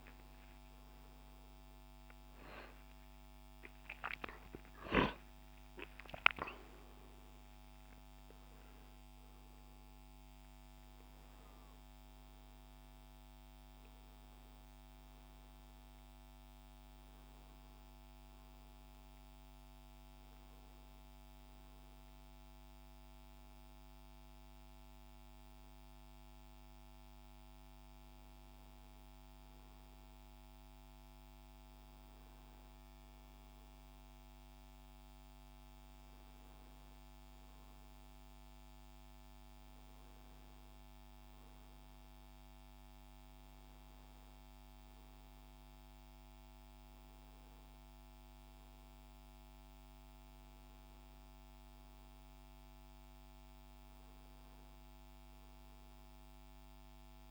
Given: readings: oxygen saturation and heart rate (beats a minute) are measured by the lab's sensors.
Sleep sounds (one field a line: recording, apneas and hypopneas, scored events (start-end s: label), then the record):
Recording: breathing in sleep, hard to hear, by a microphone on the trachea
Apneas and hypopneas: none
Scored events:
2.00-6.00 s: arousal
From the record:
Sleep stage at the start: N2 (light sleep)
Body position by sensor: on the back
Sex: male